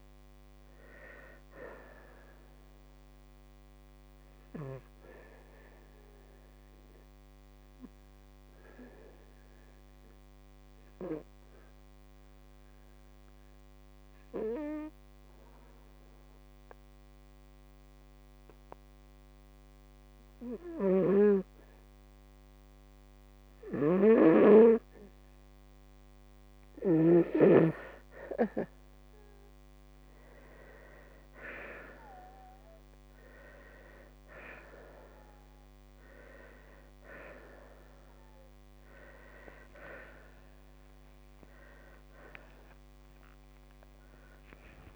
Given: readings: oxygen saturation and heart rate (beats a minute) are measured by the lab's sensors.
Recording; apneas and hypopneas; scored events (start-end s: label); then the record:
breathing in sleep by a microphone on the trachea; 1
6.00-26.00 s: obstructive apnea (oxygen 97% before, 90% lowest, heart rate 58 before, 53 extreme, up 3 after)
13.50-32.50 s: oxygen desaturation (device-marked, oxygen 96% before, 90% lowest, heart rate 56 before, 55 extreme)
23.00-26.50 s: snoring (device-marked)
39.50-43.50 s: arousal
From the record:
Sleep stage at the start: N2 (light sleep); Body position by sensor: on the right side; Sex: female